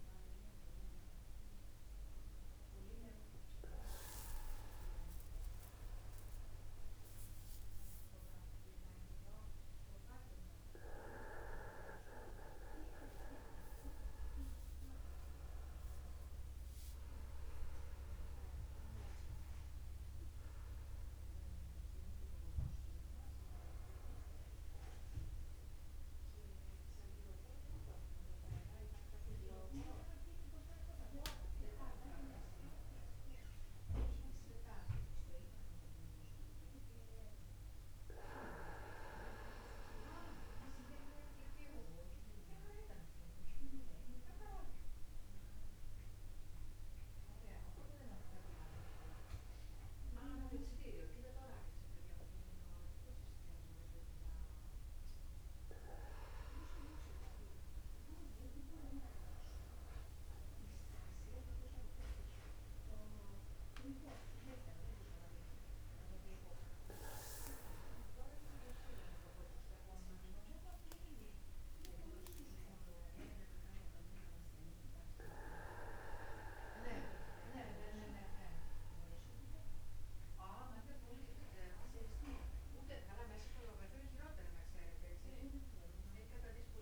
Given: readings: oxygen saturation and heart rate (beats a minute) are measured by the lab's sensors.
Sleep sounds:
a person awake in a sleep study, by a room microphone; none
4.50-6.50 s: long interval between heartbeats (device-marked, heart rate 110 before, 59 extreme)
8.00-10.00 s: long interval between heartbeats (device-marked, heart rate 94 before, 68 extreme)
68.50-70.50 s: long interval between heartbeats (device-marked, heart rate 51 before, 66 extreme)
From the record:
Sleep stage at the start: awake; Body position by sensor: upright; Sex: male

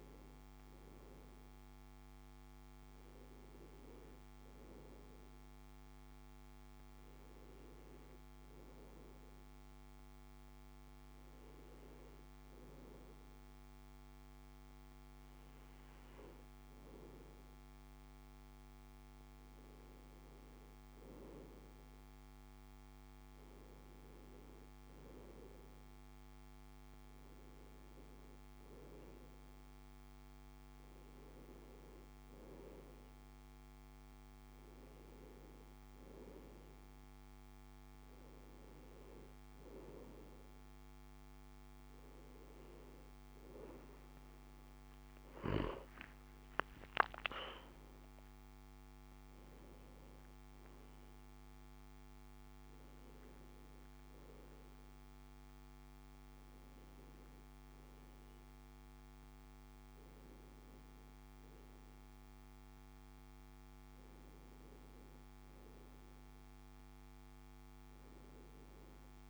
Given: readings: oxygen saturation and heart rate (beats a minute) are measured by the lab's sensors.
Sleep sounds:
breathing in sleep by a microphone on the trachea; none
none scored
From the record:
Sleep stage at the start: N2 (light sleep); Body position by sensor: on the back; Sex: male

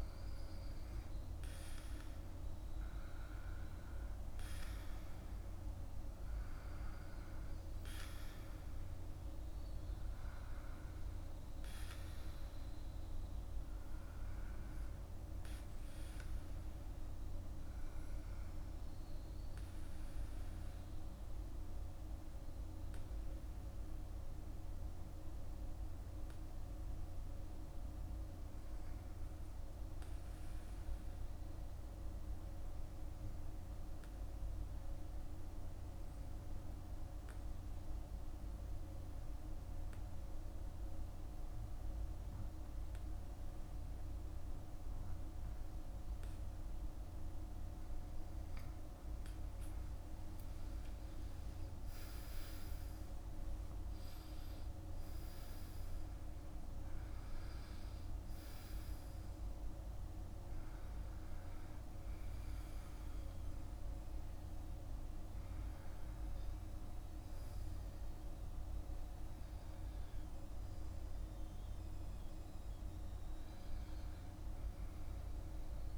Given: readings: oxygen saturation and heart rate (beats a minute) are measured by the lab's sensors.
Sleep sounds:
breathing in sleep, hard to hear, by a room microphone; 1
0.00-1.00 s: arousal
21.00-47.50 s: hypopnea (oxygen 97% before, 92% lowest, heart rate 60 before, 54 extreme, up 17 after)
45.00-75.98 s: oxygen desaturation (device-marked, oxygen 97% before, 92% lowest, heart rate 57 before, 49 extreme)
49.00-54.00 s: arousal
From the record:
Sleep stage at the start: REM sleep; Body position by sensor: on the back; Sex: male

